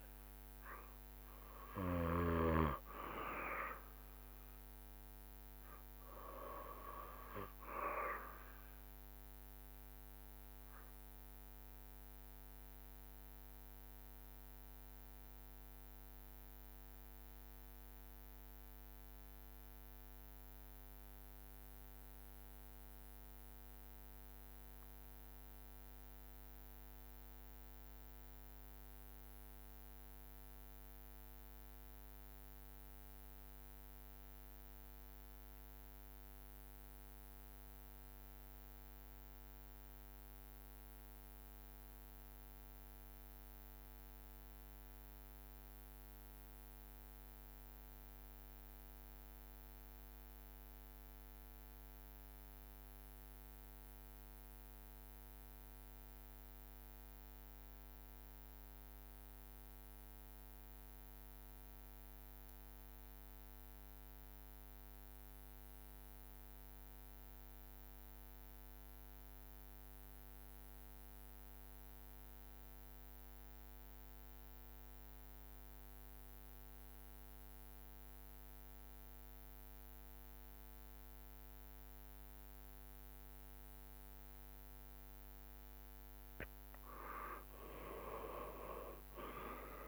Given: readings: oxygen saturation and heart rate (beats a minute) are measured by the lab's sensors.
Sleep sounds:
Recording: breathing in sleep by a microphone on the trachea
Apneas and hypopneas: 1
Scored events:
0.00-3.00 s: drop in pulse transit time (device-marked, heart rate 75 extreme)
3.50-85.50 s: obstructive apnea (oxygen 97% before, 81% lowest, heart rate 80 before, 66 extreme, up 13 after)
43.00-89.88 s: oxygen desaturation (device-marked, oxygen 95% before, 81% lowest, heart rate 68 before, 67 extreme)
From the record:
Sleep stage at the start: N2 (light sleep)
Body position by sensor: on the back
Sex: male

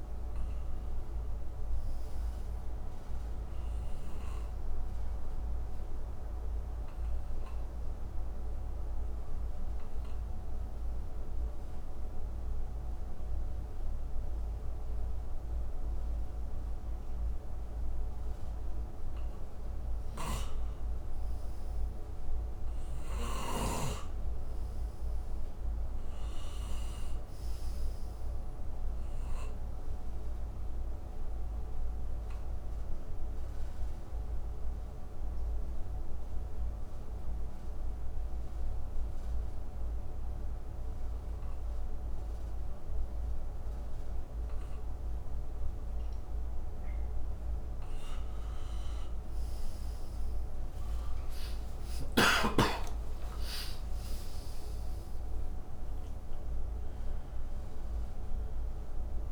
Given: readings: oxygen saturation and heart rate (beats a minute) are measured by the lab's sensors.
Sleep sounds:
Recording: breathing in sleep, hard to hear, by a room microphone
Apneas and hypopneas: 2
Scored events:
8.50-21.00 s: obstructive apnea (oxygen 94% before, 88% lowest, heart rate 70 before, 60 extreme, up 10 after)
20.00-23.50 s: snoring (device-marked)
22.50-26.50 s: arousal
25.00-42.00 s: oxygen desaturation (device-marked, oxygen 94% before, 90% lowest, heart rate 65 before, 61 extreme)
32.50-48.00 s: obstructive apnea (oxygen 95% before, 88% lowest, heart rate 66 before, 61 extreme, up 17 after)
50.50-55.00 s: arousal
51.00-59.00 s: oxygen desaturation (device-marked, oxygen 94% before, 91% lowest, heart rate 64 before, 59 extreme)
From the record:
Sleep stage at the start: N2 (light sleep)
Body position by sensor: on the right side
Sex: male

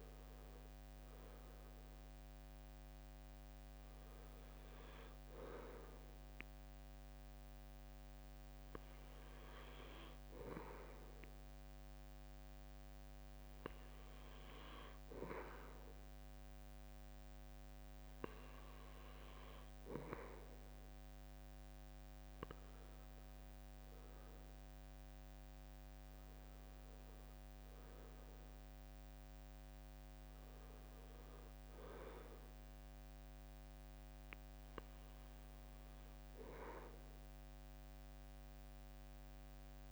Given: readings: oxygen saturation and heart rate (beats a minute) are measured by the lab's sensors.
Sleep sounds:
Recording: breathing in sleep by a microphone on the trachea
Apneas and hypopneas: none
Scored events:
none scored
From the record:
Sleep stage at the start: N2 (light sleep)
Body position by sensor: on the right side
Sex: male

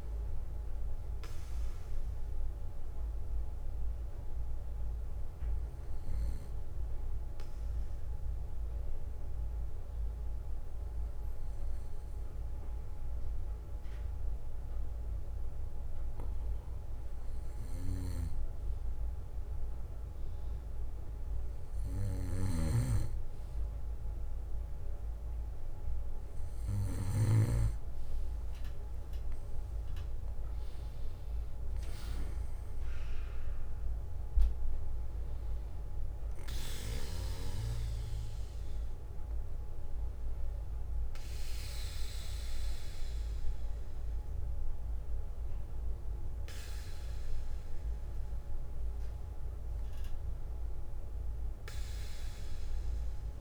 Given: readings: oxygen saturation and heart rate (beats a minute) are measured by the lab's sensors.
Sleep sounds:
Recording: breathing in sleep by a room microphone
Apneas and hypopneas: 1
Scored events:
0.00-7.50 s: bradycardia (device-marked, heart rate 58 extreme)
3.00-16.50 s: hypopnea (oxygen 96% before, 94% lowest, heart rate 59 before, 57 extreme, up 4 after)
18.50-22.00 s: arousal
22.50-27.50 s: snoring (device-marked)
27.50-29.50 s: bradycardia (device-marked, heart rate 68 before, 62 extreme)
40.50-42.50 s: bradycardia (device-marked, heart rate 68 before, 60 extreme)
48.00-51.00 s: arousal
From the record:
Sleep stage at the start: N2 (light sleep)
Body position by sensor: on the back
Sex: male

